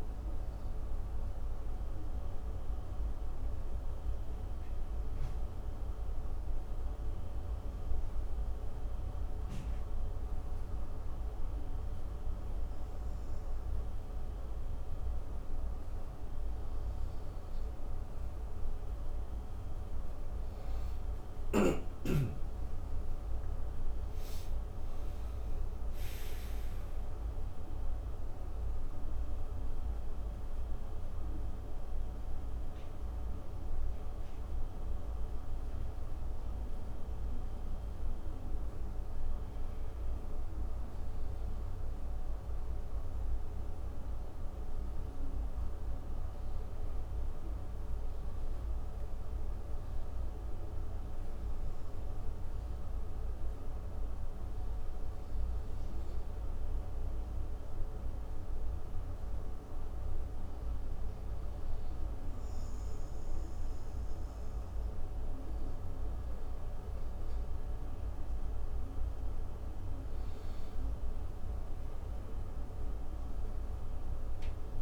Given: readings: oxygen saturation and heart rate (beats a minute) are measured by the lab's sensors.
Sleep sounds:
breathing in sleep, hard to hear, by a room microphone; 2
7.00-74.82 s: new sleep stage, N2 (light sleep)
24.00-28.00 s: arousal
34.00-44.00 s: mixed apnea (oxygen 96% before, 92% lowest)
46.00-49.50 s: arousal
54.00-64.00 s: oxygen desaturation (device-marked, oxygen 97% before, 94% lowest)
55.00-67.00 s: hypopnea (oxygen 97% before, 92% lowest)
68.00-72.00 s: arousal
From the record:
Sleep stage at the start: N1 (lightest sleep); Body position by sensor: on the front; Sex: male

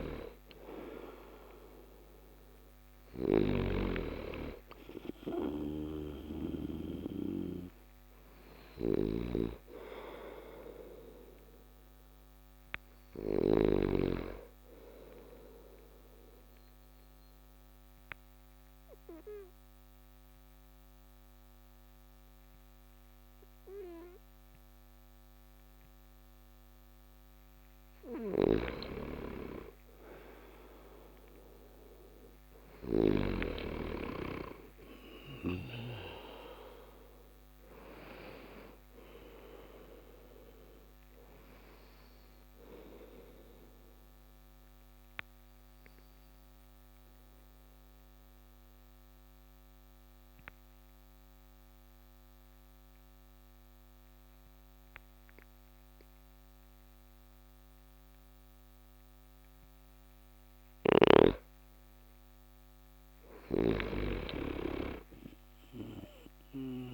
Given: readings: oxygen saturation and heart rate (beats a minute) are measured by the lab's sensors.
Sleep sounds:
breathing in sleep by a microphone on the trachea; 2
0.00-4.00 s: oxygen desaturation (device-marked, oxygen 92% lowest)
0.00-13.00 s: snoring (device-marked)
5.50-9.00 s: arousal
14.50-27.00 s: obstructive apnea (oxygen 97% before, 92% lowest)
27.50-32.50 s: snoring (device-marked)
30.00-34.00 s: arousal
44.50-60.00 s: mixed apnea (oxygen 96% before, 92% lowest)
62.50-66.94 s: snoring (device-marked)
63.00-66.94 s: arousal
From the record:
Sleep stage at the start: N2 (light sleep); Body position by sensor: on the back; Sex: male

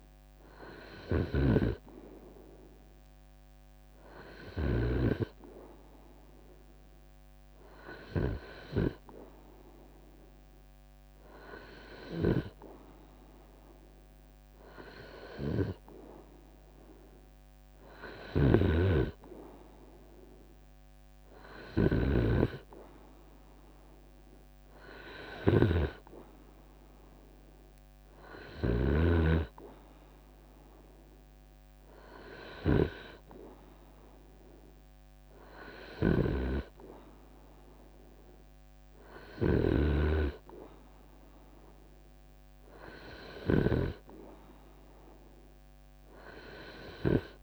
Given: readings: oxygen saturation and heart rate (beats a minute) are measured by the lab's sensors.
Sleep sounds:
breathing in sleep by a microphone on the trachea; none
1.00-3.00 s: long interval between heartbeats (device-marked, heart rate 80 before, 70 extreme)
17.50-28.50 s: snoring (device-marked)
42.00-44.00 s: long interval between heartbeats (device-marked, heart rate 77 before, 69 extreme)
From the record:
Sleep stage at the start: N2 (light sleep); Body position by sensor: on the right side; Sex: male

